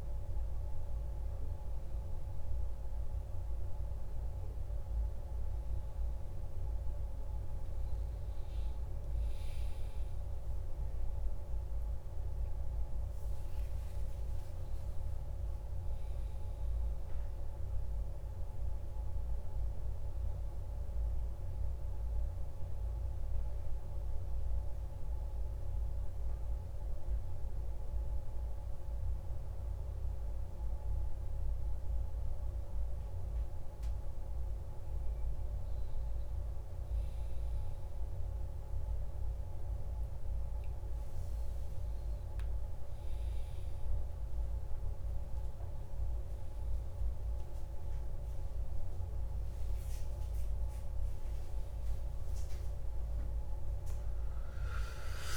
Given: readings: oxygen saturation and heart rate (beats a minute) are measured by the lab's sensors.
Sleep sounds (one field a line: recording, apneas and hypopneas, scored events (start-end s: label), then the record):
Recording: a person awake in a sleep study, hard to hear, by a room microphone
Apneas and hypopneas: none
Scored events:
9.50-55.37 s: new sleep stage, awake
From the record:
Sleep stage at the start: N1 (lightest sleep)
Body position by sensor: on the back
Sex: male